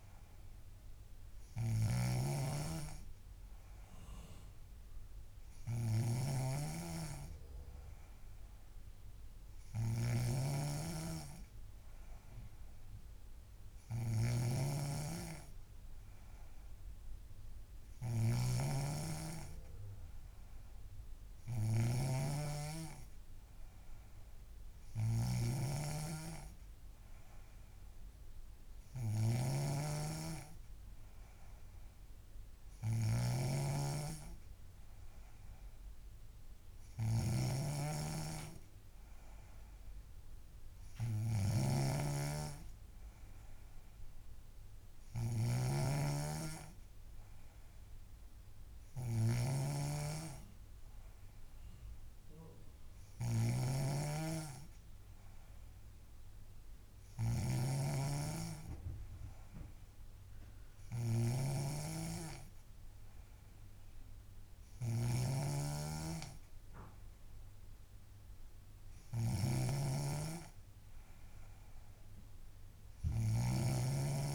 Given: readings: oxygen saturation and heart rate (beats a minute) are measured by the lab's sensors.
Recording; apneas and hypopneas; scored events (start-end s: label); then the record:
breathing in sleep by a room microphone; none
0.00-74.35 s: snoring (device-marked)
From the record:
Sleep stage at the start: N3 (deep sleep); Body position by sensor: on the back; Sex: female